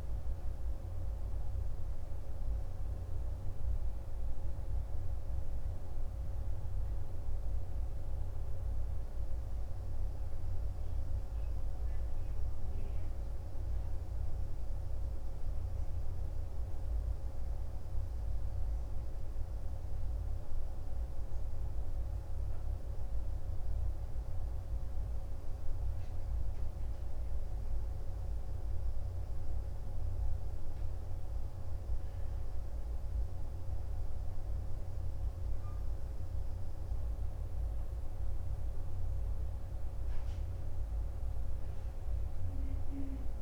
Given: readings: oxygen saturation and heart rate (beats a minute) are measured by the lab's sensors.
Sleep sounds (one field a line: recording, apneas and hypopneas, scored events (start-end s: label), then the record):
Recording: breathing in sleep, hard to hear, by a room microphone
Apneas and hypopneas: none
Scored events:
none scored
From the record:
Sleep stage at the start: N2 (light sleep)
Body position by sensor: on the back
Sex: male